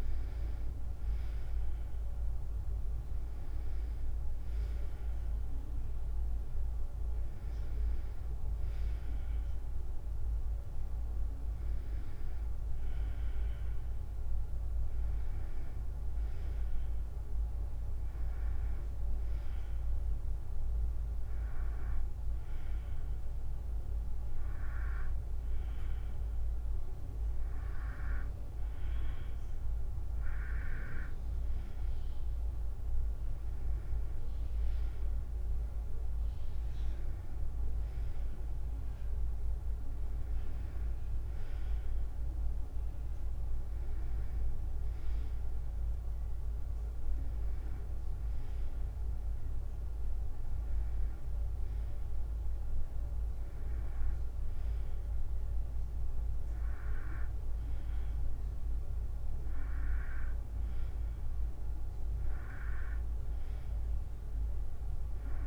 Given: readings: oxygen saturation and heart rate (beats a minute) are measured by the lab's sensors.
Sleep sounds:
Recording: breathing in sleep, hard to hear, by a room microphone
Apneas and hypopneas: none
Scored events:
1.00-65.47 s: new sleep stage, N2 (light sleep)
From the record:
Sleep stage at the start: N1 (lightest sleep)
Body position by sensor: on the back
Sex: female

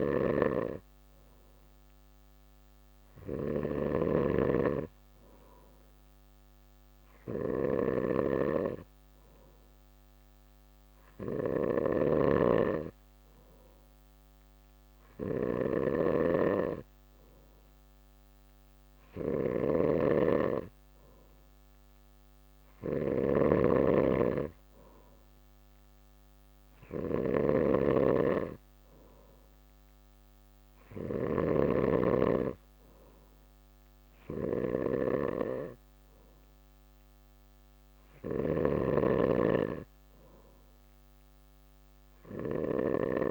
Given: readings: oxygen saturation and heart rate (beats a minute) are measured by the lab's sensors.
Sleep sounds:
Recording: breathing in sleep by a microphone on the trachea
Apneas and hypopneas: none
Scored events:
0.00-43.31 s: snoring (device-marked)
From the record:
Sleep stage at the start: N2 (light sleep)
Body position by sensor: on the back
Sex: male

